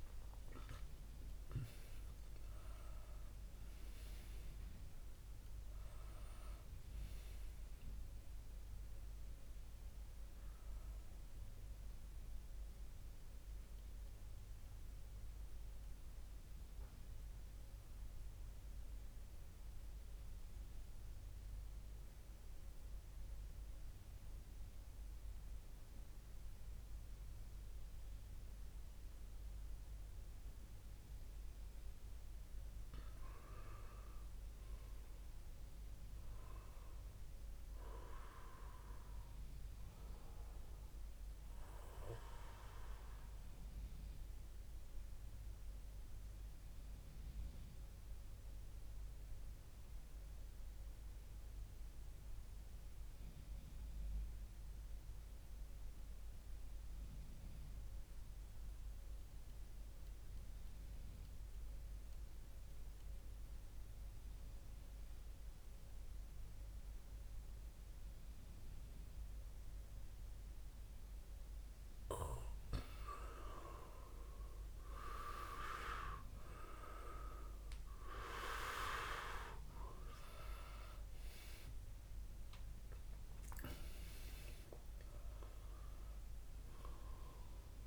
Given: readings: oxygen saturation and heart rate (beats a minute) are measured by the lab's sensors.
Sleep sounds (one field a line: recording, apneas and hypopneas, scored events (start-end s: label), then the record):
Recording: breathing in sleep by a room microphone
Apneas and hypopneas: 2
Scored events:
0.00-19.50 s: oxygen desaturation (device-marked, oxygen 93% lowest)
15.50-32.00 s: central apnea (oxygen 98% before, 95% lowest, heart rate 47 before, 35 extreme, up 1 after)
33.50-37.00 s: arousal
44.50-72.00 s: mixed apnea (oxygen 100% before, 95% lowest)
71.50-87.86 s: oxygen desaturation (device-marked, oxygen 99% before, 95% lowest)
74.50-79.00 s: arousal
From the record:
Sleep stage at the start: N2 (light sleep)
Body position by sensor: on the back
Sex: male